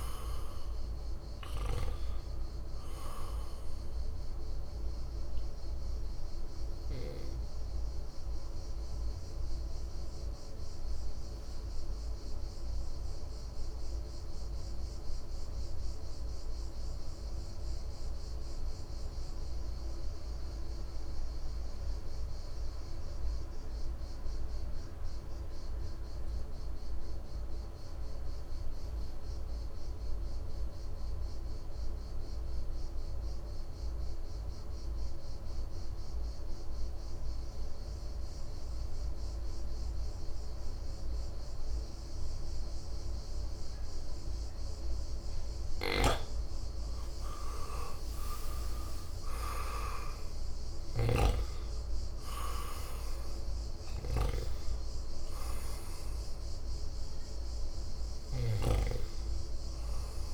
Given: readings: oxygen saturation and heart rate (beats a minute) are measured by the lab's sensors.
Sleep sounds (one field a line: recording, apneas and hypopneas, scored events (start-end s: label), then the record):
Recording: breathing in sleep by a room microphone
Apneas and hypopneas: 1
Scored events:
0.00-7.00 s: oxygen desaturation (device-marked, oxygen 89% lowest, heart rate 55 extreme)
9.00-46.00 s: mixed apnea (oxygen 97% before, 88% lowest, heart rate 62 before, 55 extreme, up 8 after)
35.00-60.34 s: oxygen desaturation (device-marked, oxygen 99% before, 88% lowest, heart rate 56 before, 56 extreme)
48.00-52.00 s: arousal
From the record:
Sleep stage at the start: N2 (light sleep)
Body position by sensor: on the right side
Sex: male